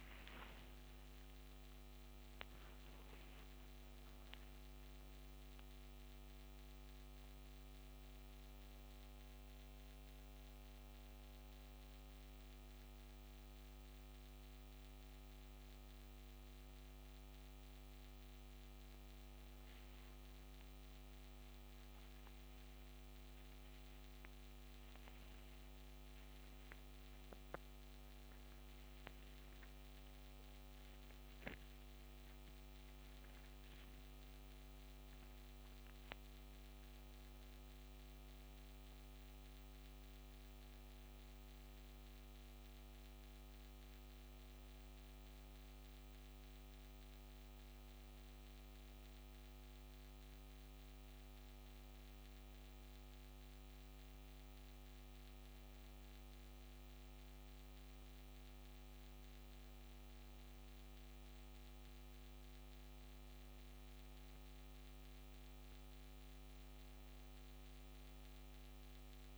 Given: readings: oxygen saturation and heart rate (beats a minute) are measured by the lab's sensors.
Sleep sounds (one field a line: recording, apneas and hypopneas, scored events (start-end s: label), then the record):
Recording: a person partly awake in a sleep study, hard to hear, by a microphone on the trachea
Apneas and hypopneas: none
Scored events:
3.00-69.38 s: new sleep stage, N2 (light sleep)
From the record:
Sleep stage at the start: awake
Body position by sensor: on the back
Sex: female